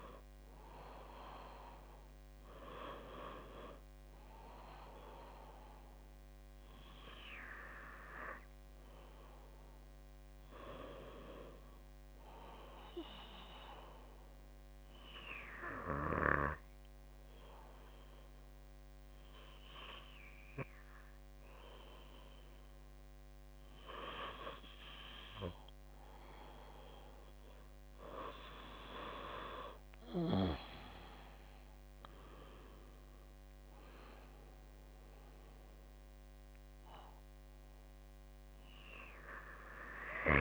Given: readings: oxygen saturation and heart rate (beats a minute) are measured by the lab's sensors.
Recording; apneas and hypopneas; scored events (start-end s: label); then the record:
breathing in sleep by a microphone on the trachea; 1
13.00-23.50 s: hypopnea (oxygen 97% before, 96% lowest, heart rate 52 before, 47 extreme, up 5 after)
26.50-30.00 s: arousal
From the record:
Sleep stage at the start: N2 (light sleep); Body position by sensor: on the back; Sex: female